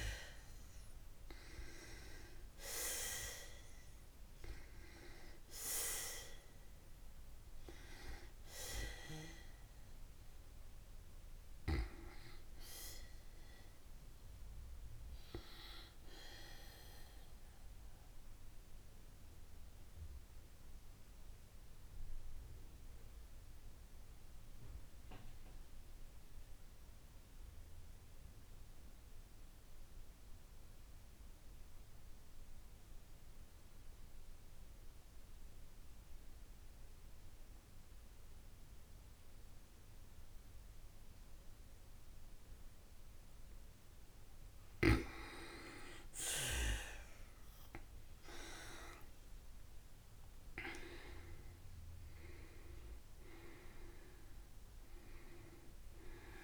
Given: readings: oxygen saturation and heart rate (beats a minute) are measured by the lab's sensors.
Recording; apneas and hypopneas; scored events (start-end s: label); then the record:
breathing in sleep by a room microphone; 1
0.00-1.50 s: arousal
17.00-43.00 s: mixed apnea (oxygen 97% before, 86% lowest, heart rate 56 before, 52 extreme, up 6 after)
26.50-43.50 s: oxygen desaturation (device-marked, oxygen 94% before, 86% lowest, heart rate 55 before, 52 extreme)
44.50-56.43 s: new sleep stage, awake
From the record:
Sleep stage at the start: N2 (light sleep); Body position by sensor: on the back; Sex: female